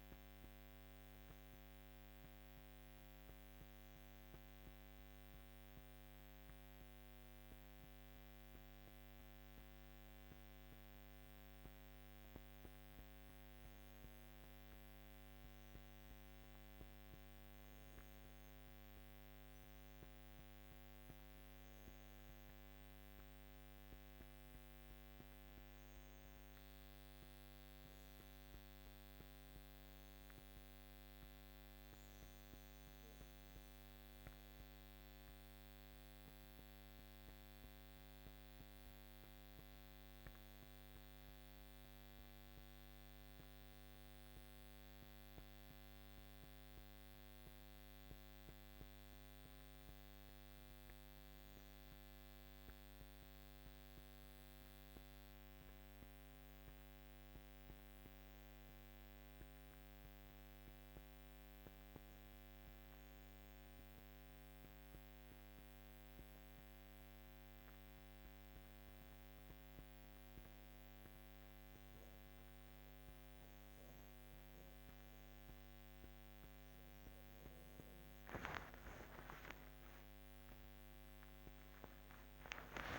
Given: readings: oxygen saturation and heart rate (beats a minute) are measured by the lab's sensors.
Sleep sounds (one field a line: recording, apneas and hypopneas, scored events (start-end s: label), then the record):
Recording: breathing in sleep, hard to hear, by a microphone on the trachea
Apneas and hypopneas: 1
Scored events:
36.00-70.50 s: hypopnea (oxygen 97% before, 88% lowest, heart rate 59 before, 58 extreme, up 2 after)
79.50-82.99 s: arousal
From the record:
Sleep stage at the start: REM sleep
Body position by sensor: on the back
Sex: female